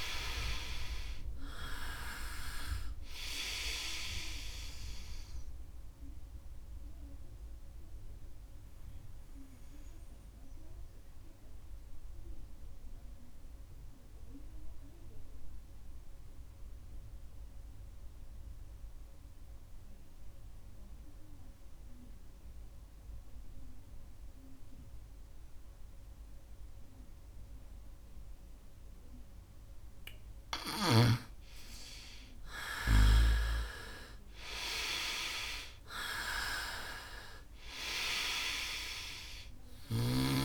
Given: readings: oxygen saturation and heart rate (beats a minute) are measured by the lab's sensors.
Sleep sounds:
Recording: breathing in sleep by a room microphone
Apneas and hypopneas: 1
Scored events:
0.00-22.00 s: oxygen desaturation (device-marked, oxygen 98% before, 87% lowest, heart rate 69 before, 63 extreme)
6.50-28.50 s: obstructive apnea (oxygen 99% before, 86% lowest, heart rate 71 before, 65 extreme, up 2 after)
29.00-40.45 s: oxygen desaturation (device-marked, oxygen 99% before, 86% lowest, heart rate 68 before, 66 extreme)
30.50-34.50 s: arousal
From the record:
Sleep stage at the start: N2 (light sleep)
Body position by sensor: on the right side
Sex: male

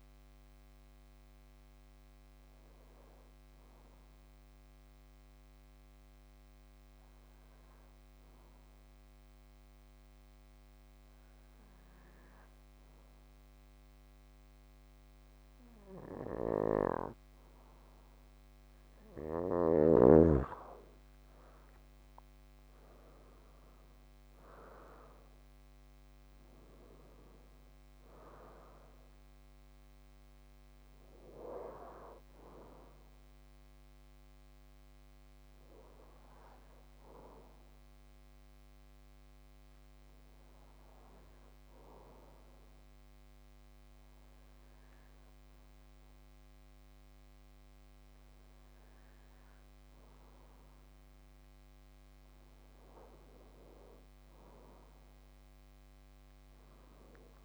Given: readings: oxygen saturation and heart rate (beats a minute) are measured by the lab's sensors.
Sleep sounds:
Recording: breathing in sleep by a microphone on the trachea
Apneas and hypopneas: 2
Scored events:
5.00-18.50 s: obstructive apnea (oxygen 96% before, 90% lowest, heart rate 62 before, 53 extreme, up 7 after)
22.00-26.00 s: arousal
23.50-45.50 s: oxygen desaturation (device-marked, oxygen 97% before, 90% lowest, heart rate 55 before, 53 extreme)
37.50-51.00 s: hypopnea (oxygen 97% before, 90% lowest, heart rate 57 before, 54 extreme, up 15 after)
54.00-57.45 s: arousal
From the record:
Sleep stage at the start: N2 (light sleep)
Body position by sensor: on the back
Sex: male

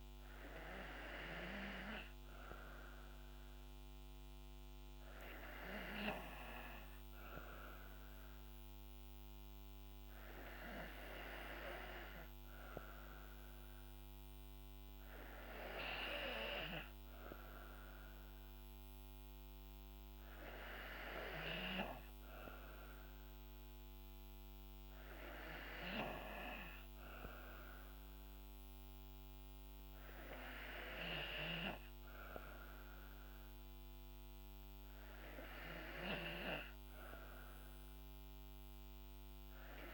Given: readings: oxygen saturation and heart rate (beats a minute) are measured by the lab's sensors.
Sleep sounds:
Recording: breathing in sleep by a microphone on the trachea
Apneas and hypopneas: none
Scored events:
none scored
From the record:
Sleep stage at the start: N2 (light sleep)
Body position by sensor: on the right side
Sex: female

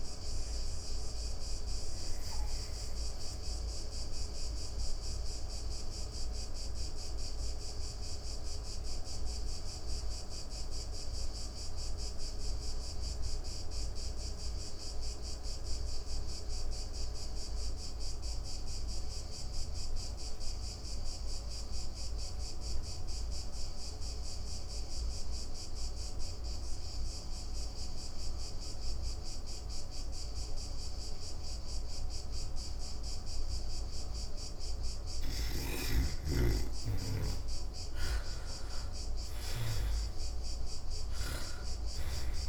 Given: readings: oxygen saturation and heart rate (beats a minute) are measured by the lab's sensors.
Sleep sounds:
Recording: breathing in sleep by a room microphone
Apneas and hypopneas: 1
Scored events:
0.00-18.50 s: oxygen desaturation (device-marked, oxygen 79% lowest)
1.50-31.50 s: obstructive apnea (oxygen 99% before, 79% lowest)
35.00-39.00 s: arousal
35.50-42.49 s: oxygen desaturation (device-marked, oxygen 97% before, 80% lowest)
40.50-42.49 s: snoring (device-marked)
From the record:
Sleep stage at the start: N2 (light sleep)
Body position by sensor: on the back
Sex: female

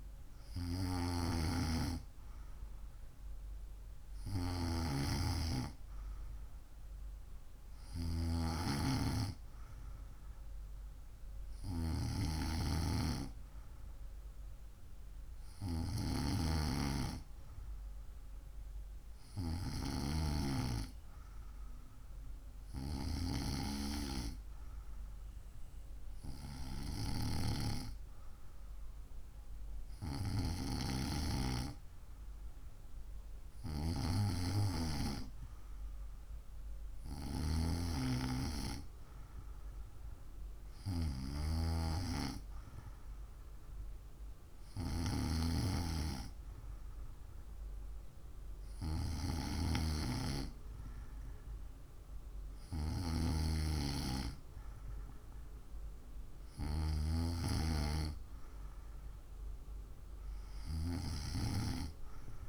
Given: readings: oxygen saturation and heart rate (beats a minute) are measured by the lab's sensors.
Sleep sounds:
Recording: breathing in sleep by a room microphone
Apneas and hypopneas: none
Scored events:
none scored
From the record:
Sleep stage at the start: N2 (light sleep)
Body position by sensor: on the right side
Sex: female

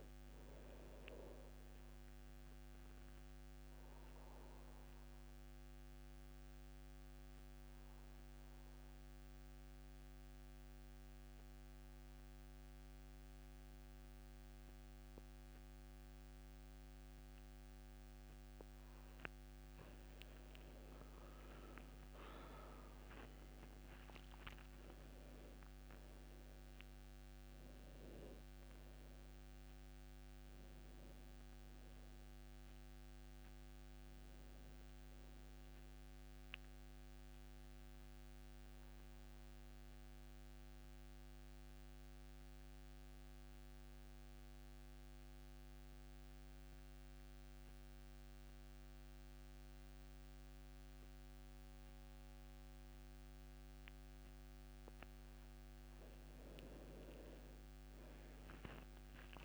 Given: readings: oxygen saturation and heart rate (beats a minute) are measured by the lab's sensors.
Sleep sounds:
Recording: breathing in sleep, hard to hear, by a microphone on the trachea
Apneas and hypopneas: 2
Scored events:
0.00-13.00 s: oxygen desaturation (device-marked, oxygen 87% lowest, heart rate 67 extreme)
1.00-19.00 s: obstructive apnea (oxygen 99% before, 85% lowest, heart rate 76 before, 67 extreme, up 13 after)
21.00-24.50 s: arousal
22.00-44.00 s: oxygen desaturation (device-marked, oxygen 99% before, 85% lowest, heart rate 73 before, 68 extreme)
36.50-55.00 s: obstructive apnea (oxygen 99% before, 86% lowest, heart rate 76 before, 68 extreme, up 13 after)
57.00-59.45 s: arousal
58.00-59.45 s: oxygen desaturation (device-marked, oxygen 99% before, 86% lowest, heart rate 72 before, 71 extreme)
From the record:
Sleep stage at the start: N2 (light sleep)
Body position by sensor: on the back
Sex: male

